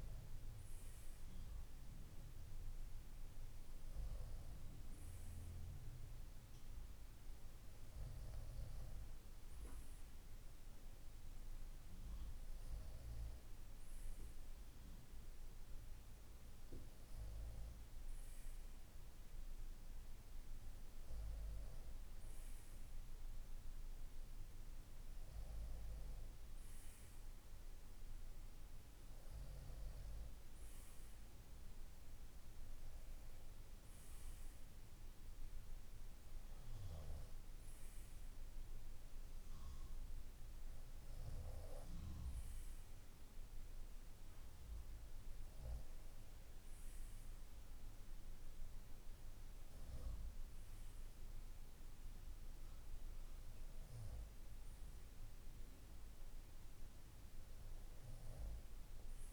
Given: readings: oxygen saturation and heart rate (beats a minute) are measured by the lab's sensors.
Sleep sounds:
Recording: breathing in sleep, hard to hear, by a room microphone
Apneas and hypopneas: none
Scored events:
none scored
From the record:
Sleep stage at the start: N2 (light sleep)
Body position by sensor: on the right side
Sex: male

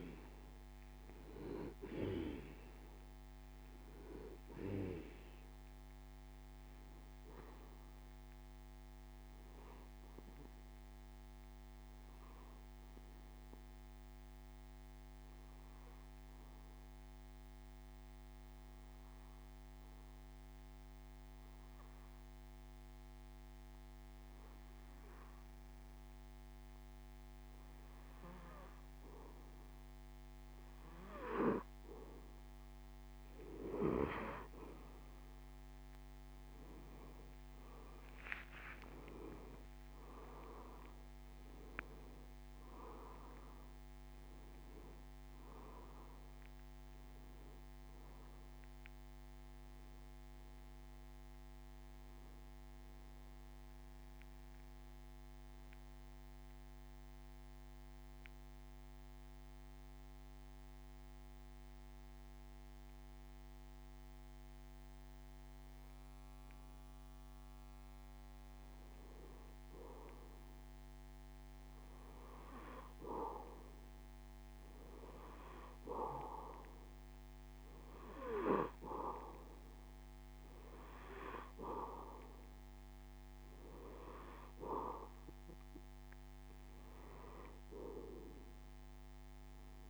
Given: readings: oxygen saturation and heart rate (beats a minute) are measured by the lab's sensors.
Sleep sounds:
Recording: breathing in sleep by a microphone on the trachea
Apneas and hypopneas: 2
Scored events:
0.00-22.00 s: oxygen desaturation (device-marked, oxygen 93% lowest)
11.00-29.00 s: obstructive apnea (oxygen 97% before, 93% lowest)
34.00-38.50 s: arousal
56.50-70.00 s: obstructive apnea (oxygen 96% before, 93% lowest)
72.00-75.50 s: arousal
From the record:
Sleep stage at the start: N2 (light sleep)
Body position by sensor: on the back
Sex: male

